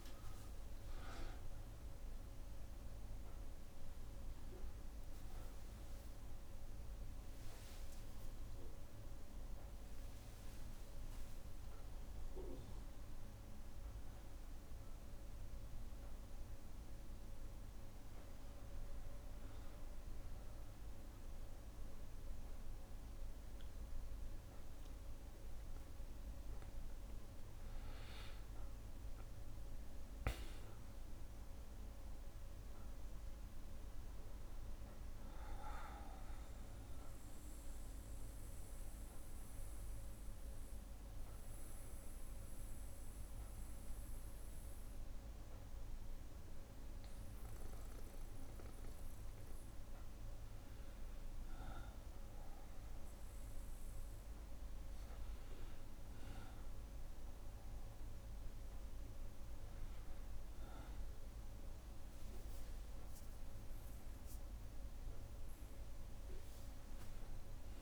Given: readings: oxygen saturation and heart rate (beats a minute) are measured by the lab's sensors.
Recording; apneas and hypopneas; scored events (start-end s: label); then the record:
a person partly awake in a sleep study, hard to hear, by a room microphone; 1
0.00-17.00 s: oxygen desaturation (device-marked, oxygen 91% lowest, heart rate 62 extreme)
28.00-67.82 s: new sleep stage, N2 (light sleep)
37.50-49.00 s: obstructive apnea (oxygen 98% before, 94% lowest, heart rate 63 before, 60 extreme, up 3 after)
52.00-56.00 s: arousal
From the record:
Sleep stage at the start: awake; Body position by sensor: on the back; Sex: male